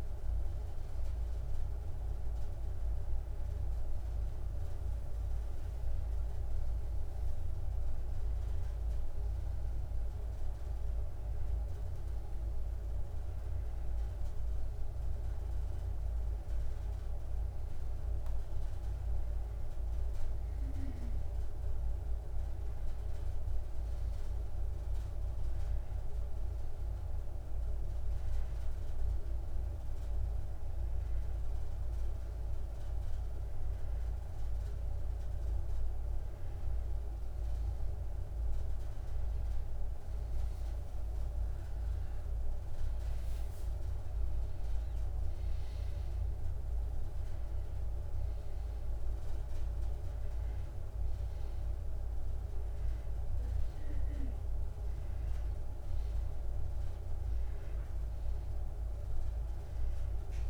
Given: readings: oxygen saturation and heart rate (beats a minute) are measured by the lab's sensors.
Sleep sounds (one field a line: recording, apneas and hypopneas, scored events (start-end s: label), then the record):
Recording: breathing in sleep, hard to hear, by a room microphone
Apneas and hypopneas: none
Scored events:
27.00-60.50 s: new sleep stage, N2 (light sleep)
From the record:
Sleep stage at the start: N1 (lightest sleep)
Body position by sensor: on the back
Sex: male